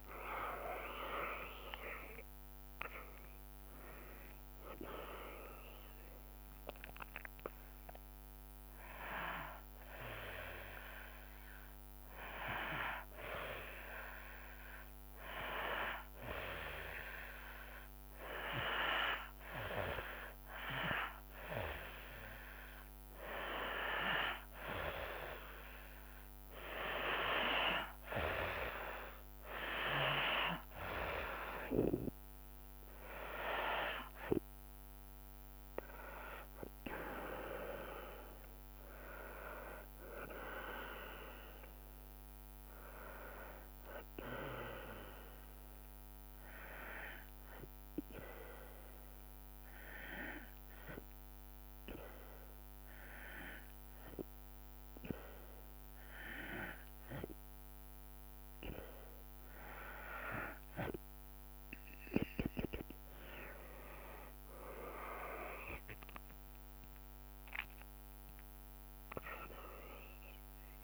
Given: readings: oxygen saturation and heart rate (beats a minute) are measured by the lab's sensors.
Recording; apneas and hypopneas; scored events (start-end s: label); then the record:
breathing in sleep by a microphone on the trachea; 2
0.00-3.00 s: arousal
0.50-13.50 s: drop in pulse transit time (device-marked, heart rate 68 before, 68 extreme)
11.50-24.50 s: hypopnea (oxygen 96% before, 93% lowest, heart rate 75 before, 64 extreme, up 7 after)
38.50-42.50 s: arousal
46.50-59.00 s: hypopnea (oxygen 97% before, 93% lowest, heart rate 72 before, 64 extreme, up 17 after)
62.50-70.84 s: oxygen desaturation (device-marked, oxygen 97% before, 93% lowest, heart rate 67 before, 60 extreme)
63.50-70.84 s: drop in pulse transit time (device-marked, heart rate 67 before, 74 extreme)
64.50-69.00 s: arousal
From the record:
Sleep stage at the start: N2 (light sleep); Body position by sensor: on the back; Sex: female